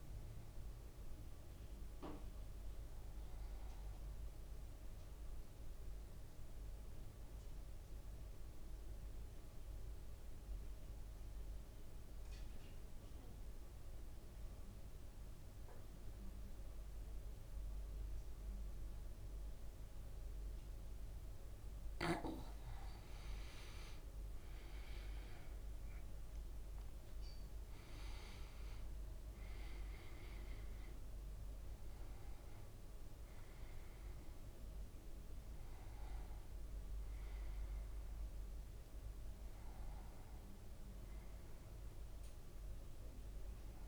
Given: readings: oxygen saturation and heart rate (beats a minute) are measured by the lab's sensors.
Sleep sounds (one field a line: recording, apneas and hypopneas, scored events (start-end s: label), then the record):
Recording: breathing in sleep, hard to hear, by a room microphone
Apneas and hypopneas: 1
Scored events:
0.00-12.00 s: oxygen desaturation (device-marked, oxygen 94% lowest, heart rate 52 extreme)
6.00-22.00 s: mixed apnea (oxygen 98% before, 94% lowest, heart rate 55 before, 52 extreme, up 9 after)
23.50-28.00 s: arousal
From the record:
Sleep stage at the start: N2 (light sleep)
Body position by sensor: on the back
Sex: male